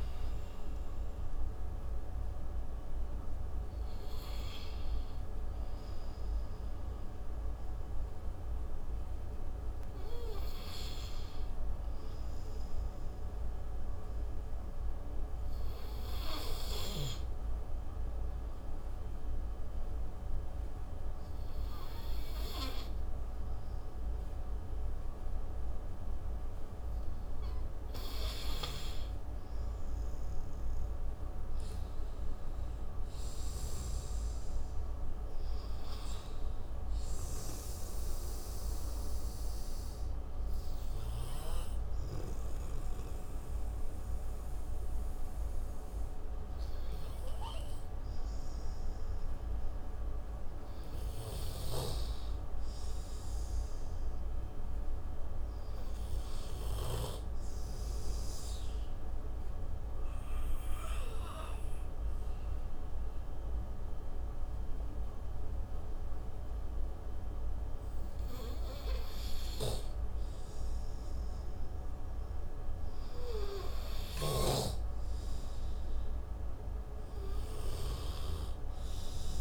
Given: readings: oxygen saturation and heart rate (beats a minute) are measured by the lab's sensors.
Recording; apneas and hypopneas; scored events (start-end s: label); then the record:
a person partly awake in a sleep study, hard to hear, by a room microphone; 3
8.50-79.41 s: new sleep stage, N2 (light sleep)
18.50-30.00 s: obstructive apnea (oxygen 99% before, 92% lowest)
33.50-36.00 s: arousal
36.50-49.50 s: oxygen desaturation (device-marked, oxygen 97% before, 92% lowest)
38.50-49.50 s: obstructive apnea (oxygen 99% before, 88% lowest)
53.00-56.00 s: arousal
59.00-70.00 s: central apnea (oxygen 97% before, 88% lowest)
71.50-74.50 s: arousal
From the record:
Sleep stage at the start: awake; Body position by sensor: on the right side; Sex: male